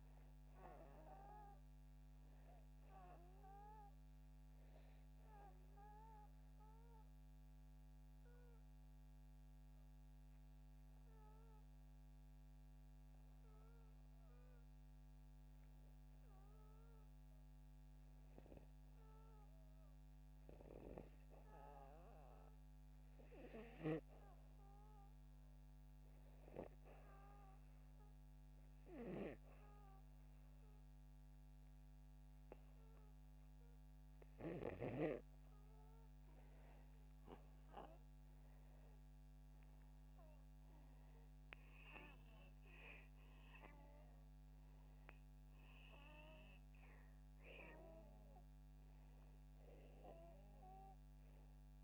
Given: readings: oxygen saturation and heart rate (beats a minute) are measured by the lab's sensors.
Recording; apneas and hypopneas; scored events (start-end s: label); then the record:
breathing in sleep by a microphone on the trachea; 2
0.00-17.00 s: oxygen desaturation (device-marked, oxygen 91% lowest, heart rate 73 extreme)
5.00-17.00 s: hypopnea (oxygen 98% before, 91% lowest, heart rate 81 before, 73 extreme)
17.00-20.50 s: arousal
25.00-35.50 s: hypopnea (oxygen 98% before, 94% lowest, heart rate 77 before, 75 extreme, up 8 after)
37.00-41.00 s: arousal
From the record:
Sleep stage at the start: N2 (light sleep); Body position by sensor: upright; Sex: male